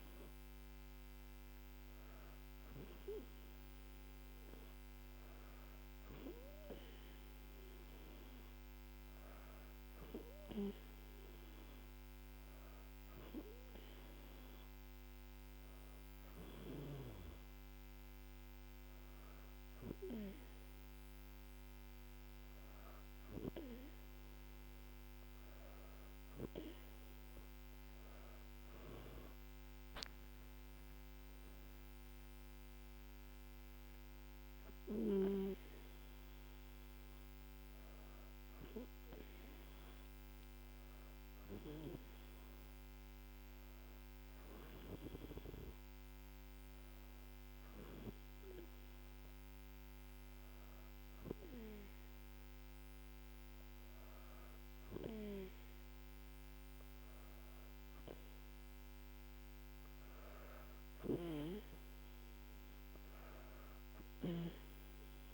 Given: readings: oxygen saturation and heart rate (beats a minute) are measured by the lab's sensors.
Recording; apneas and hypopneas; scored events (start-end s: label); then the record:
breathing in sleep by a microphone on the trachea; none
none scored
From the record:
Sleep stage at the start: N2 (light sleep); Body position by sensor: on the back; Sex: female